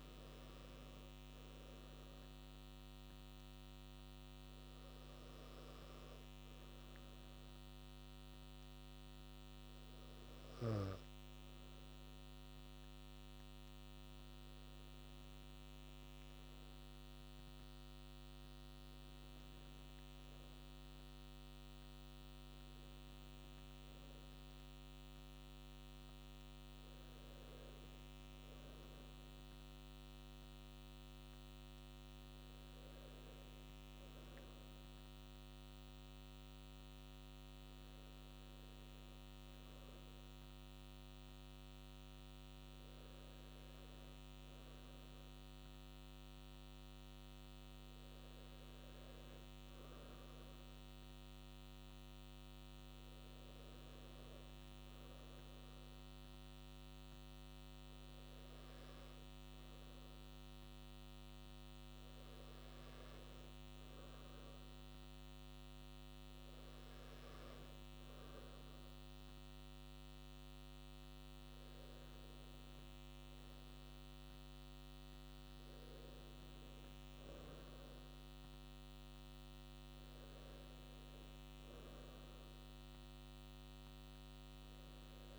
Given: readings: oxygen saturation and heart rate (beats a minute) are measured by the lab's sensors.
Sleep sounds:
breathing in sleep, hard to hear, by a microphone on the trachea; none
none scored
From the record:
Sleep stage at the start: N2 (light sleep); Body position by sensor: on the right side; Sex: male

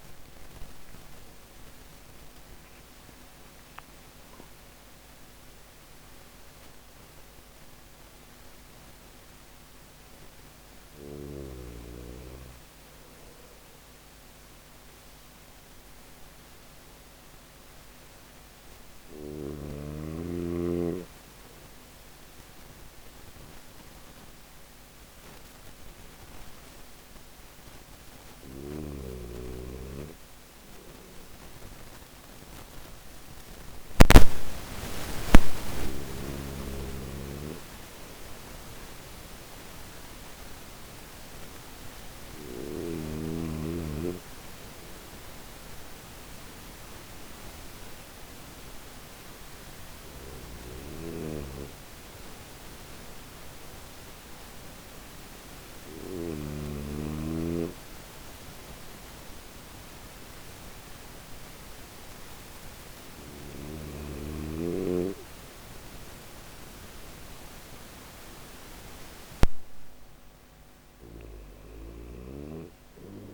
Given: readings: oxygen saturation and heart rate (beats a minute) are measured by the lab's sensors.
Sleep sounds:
breathing in sleep by a microphone on the trachea; none
12.50-73.34 s: new sleep stage, N1 (lightest sleep)
49.00-55.50 s: snoring (device-marked)
70.50-73.34 s: snoring (device-marked)
From the record:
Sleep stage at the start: N3 (deep sleep); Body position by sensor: on the back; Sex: male

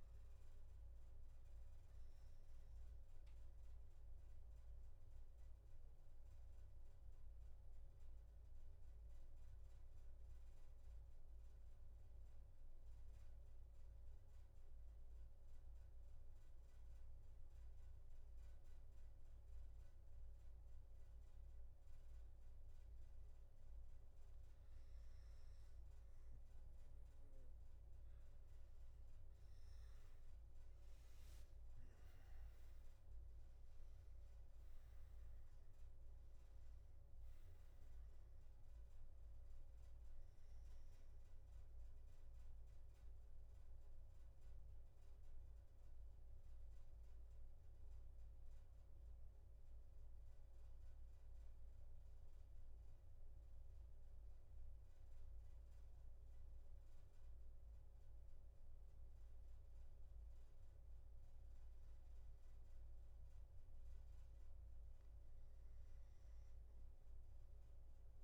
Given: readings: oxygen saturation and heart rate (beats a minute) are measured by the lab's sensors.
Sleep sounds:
breathing in sleep, hard to hear, by a room microphone; none
0.00-12.00 s: oxygen desaturation (device-marked, oxygen 93% lowest, heart rate 82 extreme)
28.00-53.00 s: oxygen desaturation (device-marked, oxygen 98% before, 93% lowest, heart rate 115 before, 61 extreme)
From the record:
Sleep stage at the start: N2 (light sleep); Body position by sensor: on the back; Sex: male

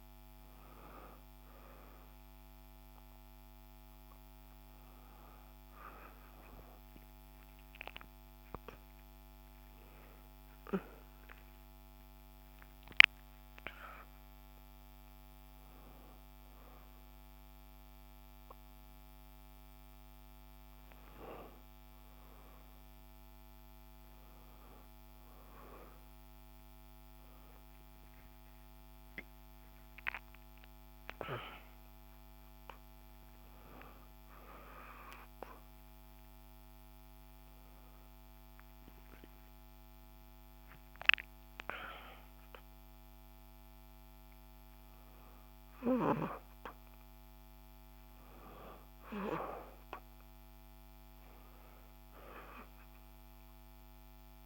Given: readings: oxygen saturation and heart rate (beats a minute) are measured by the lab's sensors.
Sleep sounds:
a person awake in a sleep study, by a microphone on the trachea; none
47.50-54.46 s: new sleep stage, N1 (lightest sleep)
From the record:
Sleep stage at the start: awake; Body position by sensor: on the back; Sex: female

